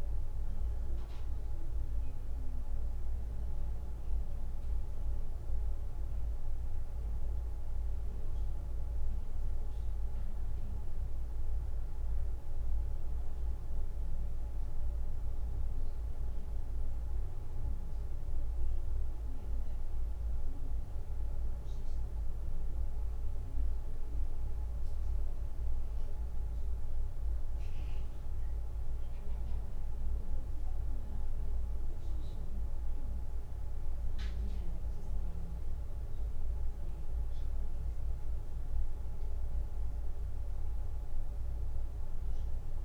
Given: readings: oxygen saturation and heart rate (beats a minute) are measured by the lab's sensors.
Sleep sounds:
breathing in sleep, hard to hear, by a room microphone; none
26.50-42.85 s: new sleep stage, N2 (light sleep)
36.00-41.00 s: arousal
From the record:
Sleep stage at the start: N1 (lightest sleep); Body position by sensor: on the back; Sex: male

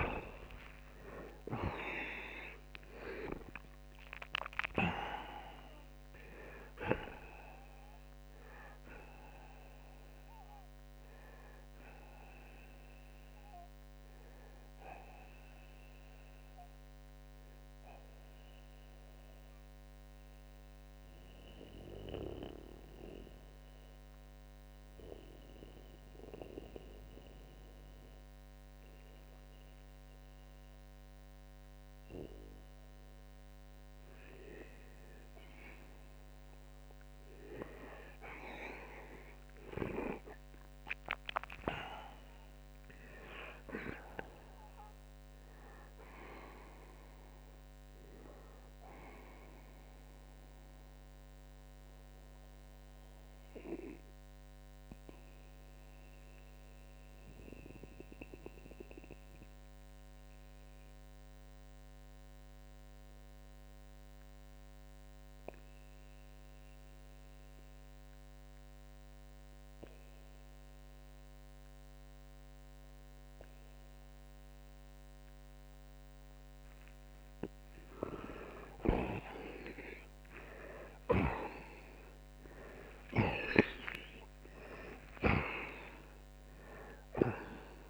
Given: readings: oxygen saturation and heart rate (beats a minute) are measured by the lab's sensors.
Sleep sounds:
breathing in sleep by a microphone on the trachea; 2
19.00-34.50 s: mixed apnea (oxygen 94% before, 83% lowest)
23.00-83.00 s: new sleep stage, N2 (light sleep)
26.00-39.00 s: oxygen desaturation (device-marked, oxygen 93% before, 83% lowest, heart rate 95 before, 36 extreme)
37.00-40.50 s: arousal
50.00-77.00 s: mixed apnea (oxygen 95% before, 82% lowest)
61.00-78.00 s: oxygen desaturation (device-marked, oxygen 94% before, 89% lowest)
79.50-84.50 s: arousal
83.00-87.90 s: new sleep stage, N1 (lightest sleep)
86.50-87.90 s: snoring (device-marked)
From the record:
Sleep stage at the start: N1 (lightest sleep); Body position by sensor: on the back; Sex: male

